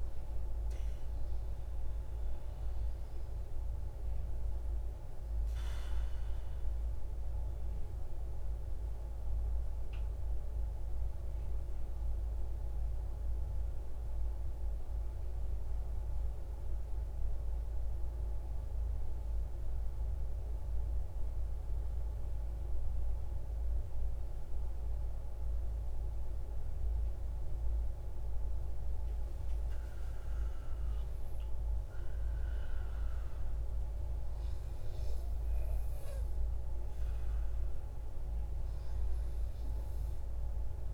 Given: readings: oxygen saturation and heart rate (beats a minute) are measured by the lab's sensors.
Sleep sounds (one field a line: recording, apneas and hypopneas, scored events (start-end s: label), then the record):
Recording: breathing in sleep, hard to hear, by a room microphone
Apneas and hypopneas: 1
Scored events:
0.00-3.50 s: oxygen desaturation (device-marked, oxygen 88% lowest, heart rate 58 extreme)
6.00-27.00 s: central apnea (oxygen 100% before, 90% lowest, heart rate 83 before, 58 extreme, up 8 after)
29.00-33.50 s: arousal
30.50-40.94 s: oxygen desaturation (device-marked, oxygen 99% before, 95% lowest, heart rate 60 before, 55 extreme)
From the record:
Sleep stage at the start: N2 (light sleep)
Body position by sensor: on the right side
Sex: male